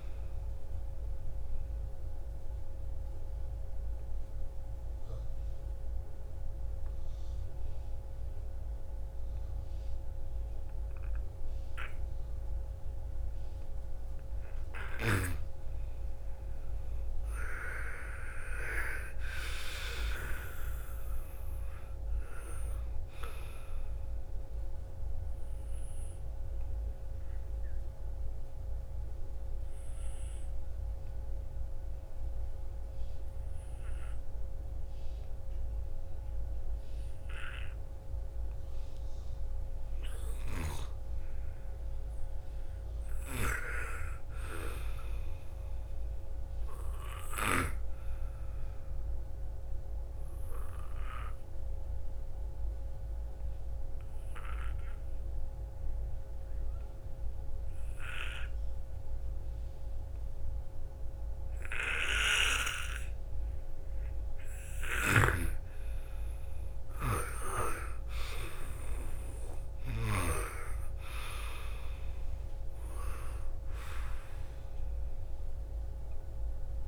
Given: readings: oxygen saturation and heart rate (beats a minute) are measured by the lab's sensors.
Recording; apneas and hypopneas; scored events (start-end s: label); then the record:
breathing in sleep by a room microphone; 3
0.00-13.00 s: oxygen desaturation (device-marked, oxygen 90% lowest, heart rate 36 extreme)
2.00-14.50 s: obstructive apnea (oxygen 98% before, 90% lowest, heart rate 57 before, 36 extreme, up 33 after)
17.50-22.00 s: arousal
21.00-40.00 s: oxygen desaturation (device-marked, oxygen 98% before, 91% lowest, heart rate 50 before, 47 extreme)
26.50-37.50 s: obstructive apnea (oxygen 98% before, 88% lowest, heart rate 53 before, 47 extreme, up 3 after)
39.50-43.50 s: arousal
50.00-63.50 s: obstructive apnea (oxygen 98% before, 86% lowest, heart rate 55 before, 45 extreme, up 19 after)
51.00-61.00 s: oxygen desaturation (device-marked, oxygen 98% before, 92% lowest, heart rate 55 before, 45 extreme)
65.00-69.50 s: arousal
70.00-76.88 s: oxygen desaturation (device-marked, oxygen 97% before, 88% lowest, heart rate 56 before, 40 extreme)
From the record:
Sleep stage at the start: N2 (light sleep); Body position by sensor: on the front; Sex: female